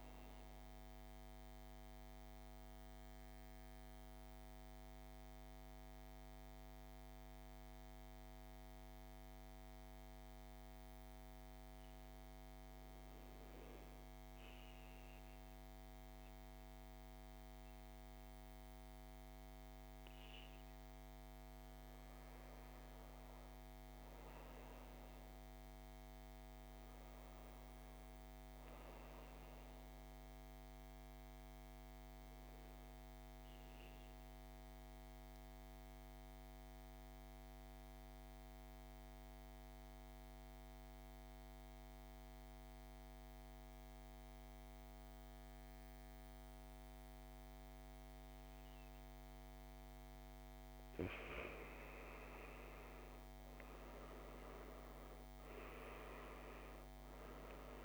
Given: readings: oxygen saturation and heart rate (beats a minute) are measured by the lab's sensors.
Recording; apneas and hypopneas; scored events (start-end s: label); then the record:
breathing in sleep, hard to hear, by a microphone on the trachea; 2
0.00-14.50 s: oxygen desaturation (device-marked, oxygen 89% lowest, heart rate 53 extreme)
0.50-20.00 s: mixed apnea (oxygen 98% before, 89% lowest, heart rate 62 before, 53 extreme, up 8 after)
22.50-25.50 s: arousal
26.50-44.50 s: oxygen desaturation (device-marked, oxygen 99% before, 94% lowest, heart rate 56 before, 52 extreme)
32.50-49.00 s: central apnea (oxygen 99% before, 89% lowest, heart rate 59 before, 51 extreme, up 9 after)
51.50-55.00 s: arousal
52.50-57.85 s: oxygen desaturation (device-marked, oxygen 98% before, 89% lowest, heart rate 55 before, 51 extreme)
From the record:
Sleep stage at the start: N2 (light sleep); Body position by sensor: on the back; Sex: male